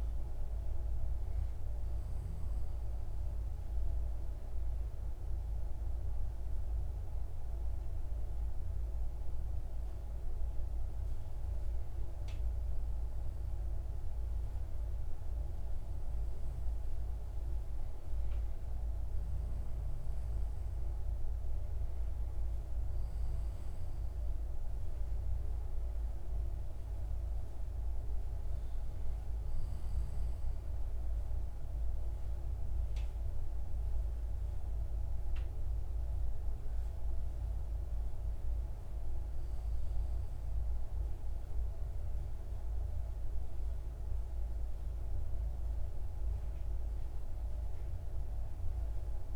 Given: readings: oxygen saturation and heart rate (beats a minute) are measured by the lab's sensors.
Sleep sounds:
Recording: breathing in sleep, hard to hear, by a room microphone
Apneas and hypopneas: 1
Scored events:
7.50-19.00 s: obstructive apnea (oxygen 94% before, 92% lowest)
24.50-29.00 s: arousal
From the record:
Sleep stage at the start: N2 (light sleep)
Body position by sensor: on the back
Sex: male

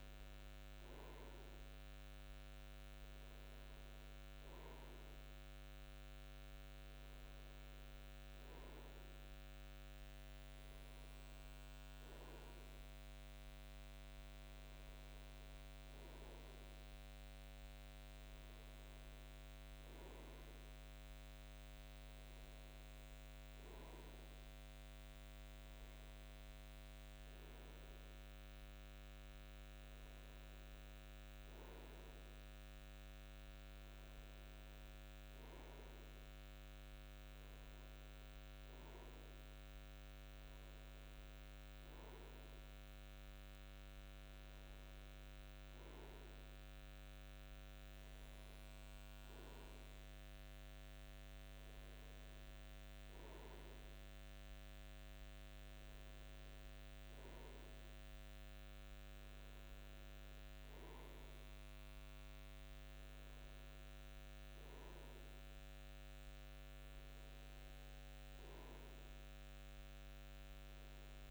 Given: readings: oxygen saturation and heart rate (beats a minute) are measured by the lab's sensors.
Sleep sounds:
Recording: breathing in sleep, hard to hear, by a microphone on the trachea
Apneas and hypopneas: none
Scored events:
none scored
From the record:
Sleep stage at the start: N2 (light sleep)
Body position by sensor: on the front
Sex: male

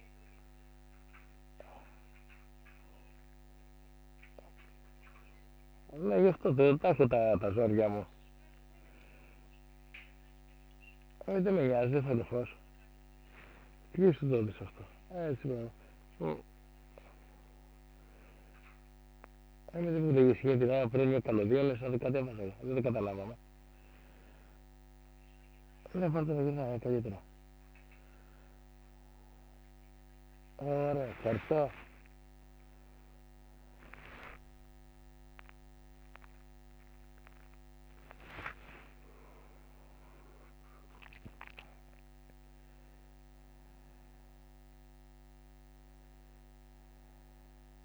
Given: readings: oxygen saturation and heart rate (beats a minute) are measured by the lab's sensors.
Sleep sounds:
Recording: a person awake in a sleep study, by a microphone on the trachea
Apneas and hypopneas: none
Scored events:
6.00-11.50 s: snoring (device-marked)
13.50-20.00 s: snoring (device-marked)
22.00-31.00 s: snoring (device-marked)
From the record:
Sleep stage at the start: awake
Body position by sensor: on the back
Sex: male

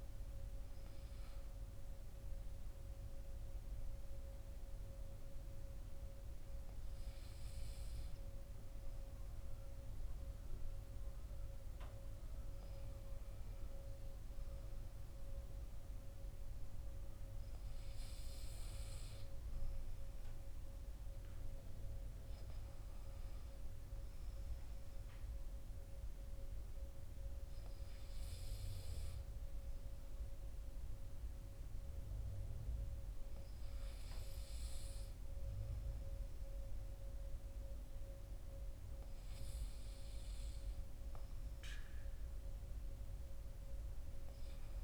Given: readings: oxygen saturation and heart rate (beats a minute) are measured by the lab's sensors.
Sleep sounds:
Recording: breathing in sleep, hard to hear, by a room microphone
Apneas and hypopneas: none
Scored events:
none scored
From the record:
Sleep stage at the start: N2 (light sleep)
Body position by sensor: on the back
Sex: male

